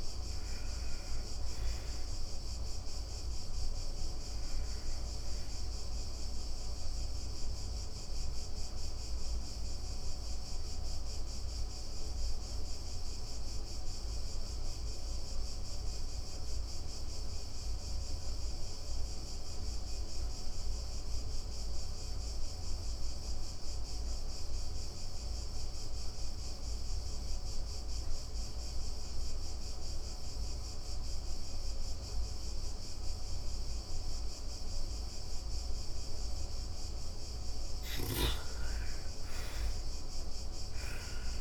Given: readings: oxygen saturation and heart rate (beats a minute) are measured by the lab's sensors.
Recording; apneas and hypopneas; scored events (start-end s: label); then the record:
breathing in sleep, hard to hear, by a room microphone; 1
0.00-22.50 s: oxygen desaturation (device-marked, oxygen 62% lowest, heart rate 67 extreme)
6.00-35.50 s: obstructive apnea (oxygen 84% before, 62% lowest, heart rate 127 before, 67 extreme)
27.50-41.41 s: oxygen desaturation (device-marked, oxygen 99% before, 74% lowest, heart rate 112 before, 69 extreme)
36.50-40.50 s: arousal
36.50-41.41 s: snoring (device-marked)
From the record:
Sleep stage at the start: N2 (light sleep); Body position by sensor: on the back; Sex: female